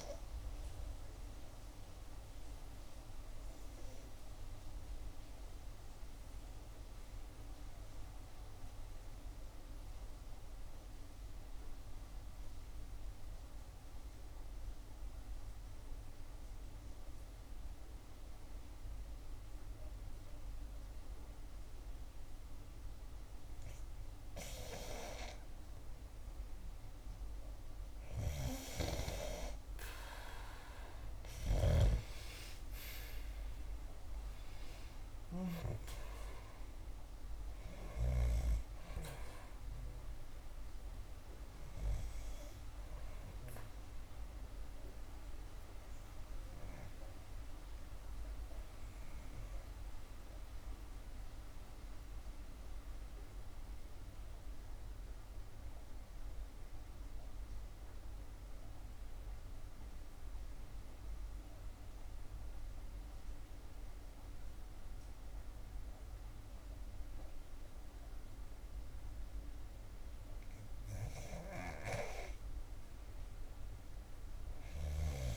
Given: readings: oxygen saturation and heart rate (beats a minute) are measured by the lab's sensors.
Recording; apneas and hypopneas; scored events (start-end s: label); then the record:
breathing in sleep by a room microphone; 2
0.00-14.00 s: oxygen desaturation (device-marked, oxygen 90% lowest, heart rate 59 extreme)
2.00-26.00 s: obstructive apnea (oxygen 93% before, 90% lowest, heart rate 63 before, 57 extreme, up 5 after)
28.00-57.00 s: oxygen desaturation (device-marked, oxygen 97% before, 91% lowest, heart rate 62 before, 56 extreme)
31.00-36.00 s: arousal
46.00-71.00 s: obstructive apnea (oxygen 98% before, 89% lowest, heart rate 65 before, 56 extreme, up 3 after)
70.00-75.37 s: oxygen desaturation (device-marked, oxygen 97% before, 89% lowest, heart rate 60 before, 58 extreme)
73.50-75.37 s: arousal
From the record:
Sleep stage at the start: N2 (light sleep); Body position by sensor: on the back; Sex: female